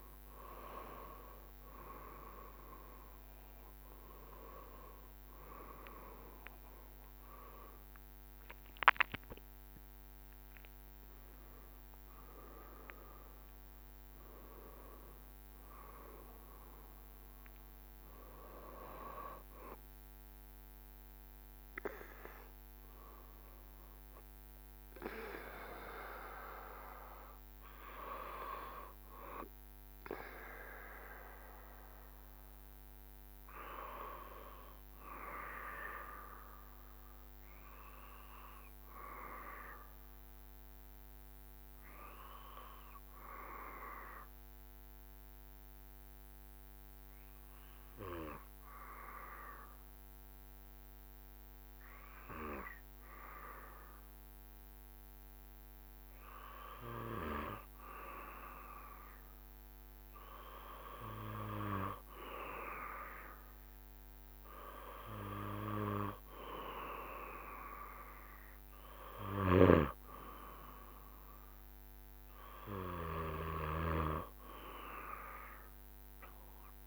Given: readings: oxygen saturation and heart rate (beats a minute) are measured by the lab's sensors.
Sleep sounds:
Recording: breathing in sleep by a microphone on the trachea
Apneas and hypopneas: 1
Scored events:
0.00-4.50 s: arousal
0.00-11.00 s: oxygen desaturation (device-marked, oxygen 93% lowest, heart rate 69 extreme)
4.00-19.00 s: drop in pulse transit time (device-marked, heart rate 72 before, 76 extreme)
30.00-33.50 s: arousal
35.50-58.00 s: obstructive apnea (oxygen 97% before, 94% lowest, heart rate 75 before, 65 extreme, up 0 after)
60.00-63.50 s: arousal
From the record:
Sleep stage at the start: N2 (light sleep)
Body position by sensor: on the back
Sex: male

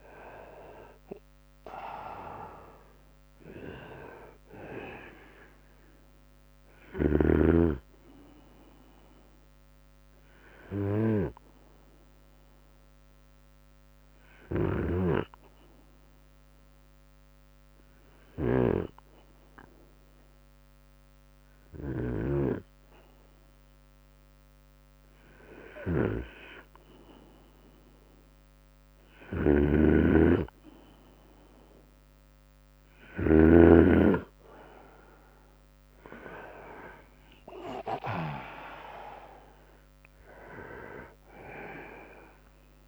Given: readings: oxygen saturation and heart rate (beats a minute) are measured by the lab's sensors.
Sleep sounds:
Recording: breathing in sleep by a microphone on the trachea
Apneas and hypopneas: 1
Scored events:
0.00-3.50 s: arousal
0.00-8.50 s: drop in pulse transit time (device-marked, heart rate 75 extreme)
13.00-24.00 s: hypopnea (oxygen 95% before, 93% lowest, heart rate 75 before, 69 extreme, up 5 after)
27.00-31.00 s: arousal
28.50-32.50 s: snoring (device-marked)
33.00-35.00 s: long interval between heartbeats (device-marked, heart rate 75 before, 76 extreme)
35.50-42.88 s: drop in pulse transit time (device-marked, heart rate 76 before, 74 extreme)
41.50-42.88 s: oxygen desaturation (device-marked, oxygen 99% before, 95% lowest, heart rate 75 before, 67 extreme)
From the record:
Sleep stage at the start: N2 (light sleep)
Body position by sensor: on the right side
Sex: male

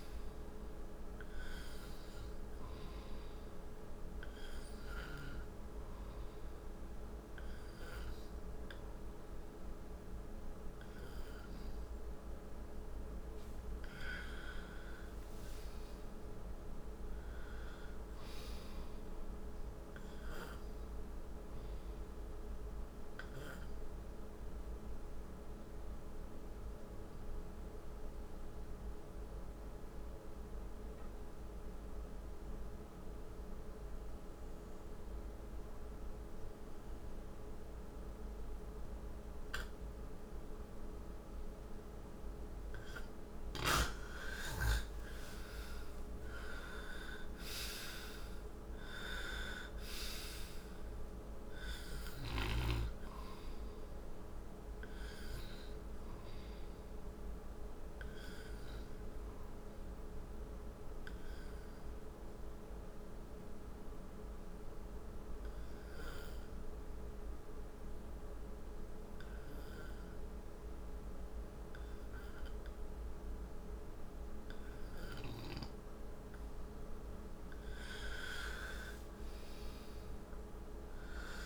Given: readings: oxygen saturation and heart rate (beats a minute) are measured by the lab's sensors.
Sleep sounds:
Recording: breathing in sleep, hard to hear, by a room microphone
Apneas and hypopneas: 3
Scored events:
4.00-15.00 s: hypopnea (oxygen 97% before, 86% lowest, heart rate 66 before, 52 extreme, up 15 after)
16.00-20.00 s: arousal
24.50-41.50 s: obstructive apnea (oxygen 96% before, 86% lowest, heart rate 62 before, 55 extreme, up 20 after)
41.00-71.00 s: oxygen desaturation (device-marked, oxygen 95% before, 86% lowest, heart rate 58 before, 55 extreme)
43.50-48.00 s: arousal
61.00-76.00 s: obstructive apnea (oxygen 95% before, 86% lowest, heart rate 67 before, 56 extreme, up 8 after)
77.00-81.46 s: arousal
From the record:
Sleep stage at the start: N2 (light sleep)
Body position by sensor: on the right side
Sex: male

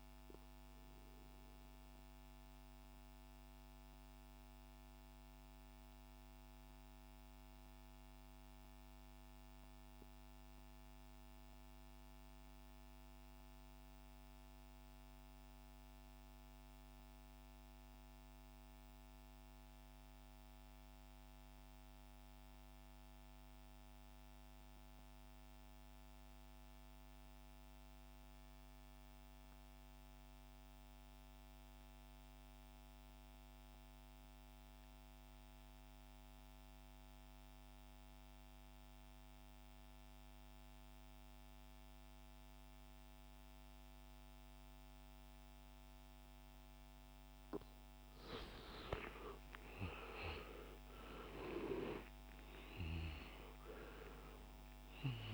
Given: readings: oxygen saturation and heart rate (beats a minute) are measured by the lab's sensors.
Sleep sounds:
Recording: breathing in sleep by a microphone on the trachea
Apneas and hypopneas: 1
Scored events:
0.00-14.50 s: oxygen desaturation (device-marked, oxygen 82% lowest, heart rate 60 extreme)
1.50-47.00 s: obstructive apnea (oxygen 93% before, 83% lowest, heart rate 68 before, 62 extreme, up 5 after)
28.50-55.33 s: oxygen desaturation (device-marked, oxygen 98% before, 83% lowest, heart rate 64 before, 62 extreme)
48.50-52.50 s: arousal
From the record:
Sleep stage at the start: N2 (light sleep)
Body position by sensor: on the back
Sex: male

